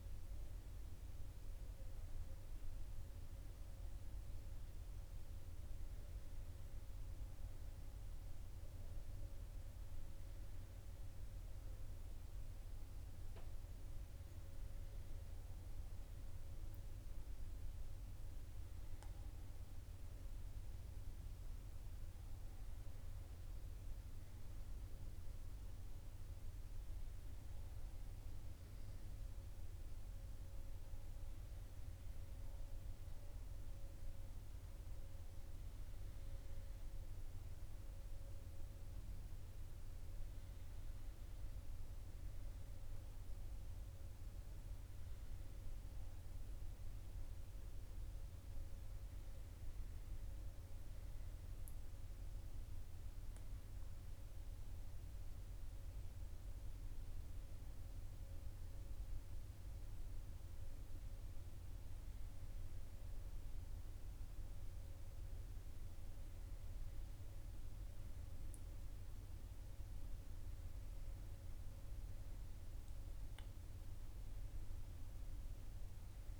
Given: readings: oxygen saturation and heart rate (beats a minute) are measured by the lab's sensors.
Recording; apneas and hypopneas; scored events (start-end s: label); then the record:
breathing in sleep, hard to hear, by a room microphone; none
none scored
From the record:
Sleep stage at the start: N1 (lightest sleep); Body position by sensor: on the back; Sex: male